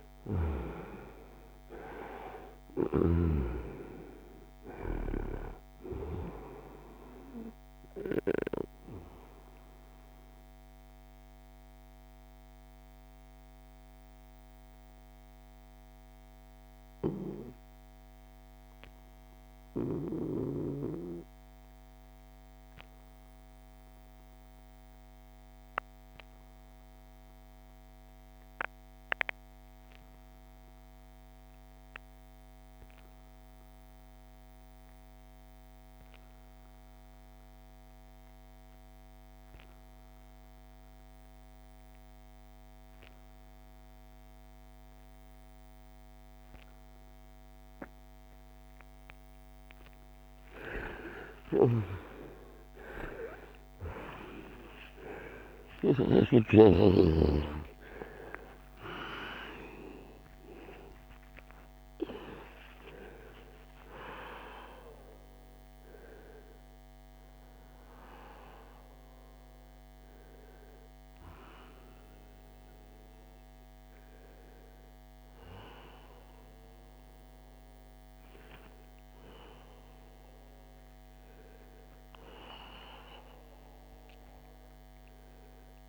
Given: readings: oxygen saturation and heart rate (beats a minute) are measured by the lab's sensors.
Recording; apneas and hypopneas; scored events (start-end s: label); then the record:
breathing in sleep by a microphone on the trachea; 1
0.00-1.00 s: arousal
0.00-19.00 s: oxygen desaturation (device-marked, oxygen 91% lowest, heart rate 59 extreme)
9.50-47.50 s: obstructive apnea (oxygen 98% before, 88% lowest, heart rate 72 before, 59 extreme, up 13 after)
33.00-72.00 s: oxygen desaturation (device-marked, oxygen 97% before, 88% lowest, heart rate 67 before, 59 extreme)
39.00-41.00 s: bradycardia (device-marked, heart rate 74 before, 60 extreme)
50.50-55.50 s: snoring (device-marked)
66.00-85.89 s: new sleep stage, awake
From the record:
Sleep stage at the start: N2 (light sleep); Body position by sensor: on the right side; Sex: male